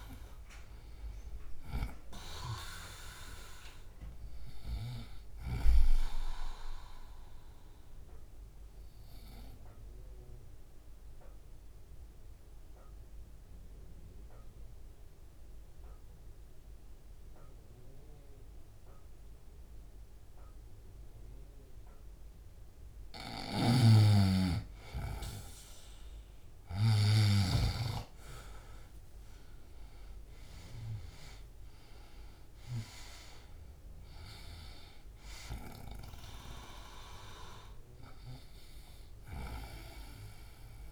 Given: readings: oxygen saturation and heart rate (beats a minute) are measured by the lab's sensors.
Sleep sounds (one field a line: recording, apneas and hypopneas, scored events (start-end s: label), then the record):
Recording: breathing in sleep by a room microphone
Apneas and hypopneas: 1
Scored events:
1.50-24.50 s: oxygen desaturation (device-marked, oxygen 97% before, 91% lowest, heart rate 70 before, 68 extreme)
7.00-23.00 s: obstructive apnea (oxygen 97% before, 90% lowest, heart rate 74 before, 68 extreme, up 5 after)
23.00-27.00 s: snoring (device-marked)
25.50-29.00 s: arousal
31.50-40.92 s: oxygen desaturation (device-marked, oxygen 99% before, 90% lowest, heart rate 69 before, 66 extreme)
From the record:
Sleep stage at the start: N2 (light sleep)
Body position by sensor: on the right side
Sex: male